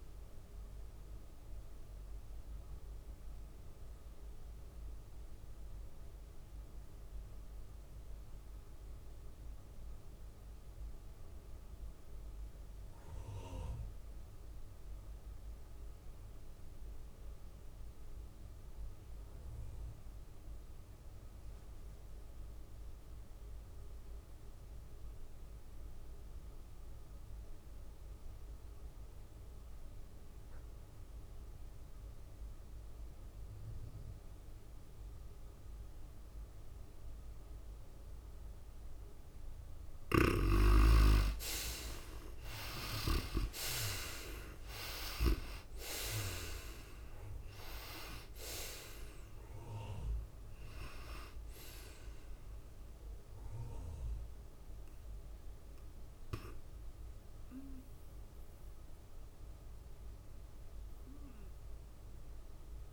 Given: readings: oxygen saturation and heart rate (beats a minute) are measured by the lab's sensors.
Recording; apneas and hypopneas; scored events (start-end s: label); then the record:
breathing in sleep by a room microphone; 1
0.00-5.00 s: tachycardia (device-marked, heart rate 104 extreme)
0.00-11.00 s: drop in pulse transit time (device-marked, heart rate 99 extreme)
0.00-11.00 s: oxygen desaturation (device-marked, oxygen 80% lowest, heart rate 63 extreme)
1.00-39.00 s: obstructive apnea (oxygen 99% before, 69% lowest, heart rate 100 before, 63 extreme, up 35 after)
21.00-51.00 s: oxygen desaturation (device-marked, oxygen 98% before, 73% lowest, heart rate 99 before, 63 extreme)
43.00-62.93 s: new sleep stage, N2 (light sleep)
44.00-58.00 s: tachycardia (device-marked, heart rate 96 before, 109 extreme)
44.50-48.50 s: arousal
45.00-60.00 s: drop in pulse transit time (device-marked, heart rate 70 before, 94 extreme)
53.00-62.93 s: oxygen desaturation (device-marked, oxygen 79% before, 69% lowest, heart rate 84 before, 91 extreme)
59.50-61.50 s: long interval between heartbeats (device-marked, heart rate 97 before, 105 extreme)
From the record:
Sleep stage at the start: N3 (deep sleep); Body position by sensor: on the right side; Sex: female